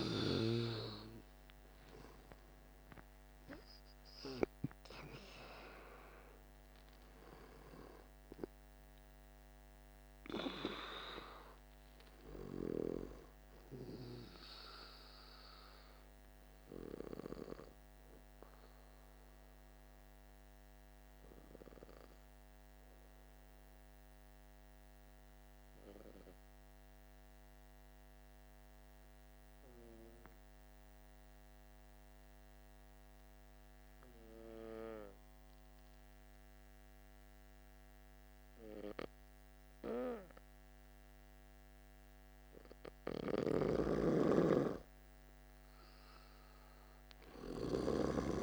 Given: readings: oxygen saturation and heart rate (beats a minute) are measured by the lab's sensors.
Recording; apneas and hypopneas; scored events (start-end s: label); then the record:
breathing in sleep by a microphone on the trachea; 1
0.00-25.50 s: oxygen desaturation (device-marked, oxygen 91% lowest, heart rate 47 extreme)
20.50-41.50 s: hypopnea (oxygen 97% before, 90% lowest, heart rate 53 before, 47 extreme, up 4 after)
41.50-48.43 s: oxygen desaturation (device-marked, oxygen 99% before, 90% lowest, heart rate 48 before, 48 extreme)
43.00-48.43 s: snoring (device-marked)
44.00-48.43 s: arousal
From the record:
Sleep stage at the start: N2 (light sleep); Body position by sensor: on the back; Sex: male